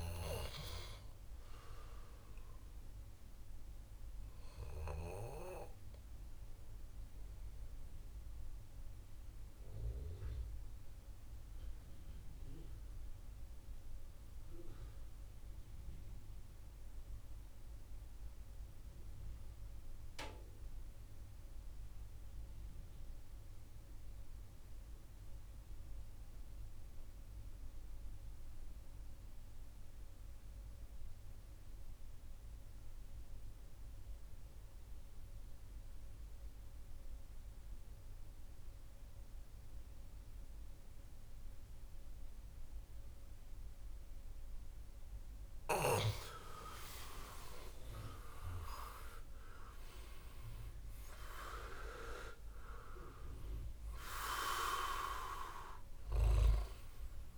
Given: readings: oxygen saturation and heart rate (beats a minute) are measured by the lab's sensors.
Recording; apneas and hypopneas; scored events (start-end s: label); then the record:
breathing in sleep by a room microphone; 1
0.00-14.50 s: oxygen desaturation (device-marked, oxygen 86% lowest, heart rate 61 extreme)
6.00-46.00 s: mixed apnea (oxygen 96% before, 85% lowest, heart rate 74 before, 62 extreme, up 13 after)
33.50-57.37 s: oxygen desaturation (device-marked, oxygen 98% before, 85% lowest, heart rate 64 before, 62 extreme)
47.00-51.50 s: arousal
From the record:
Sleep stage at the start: N2 (light sleep); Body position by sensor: on the back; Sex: male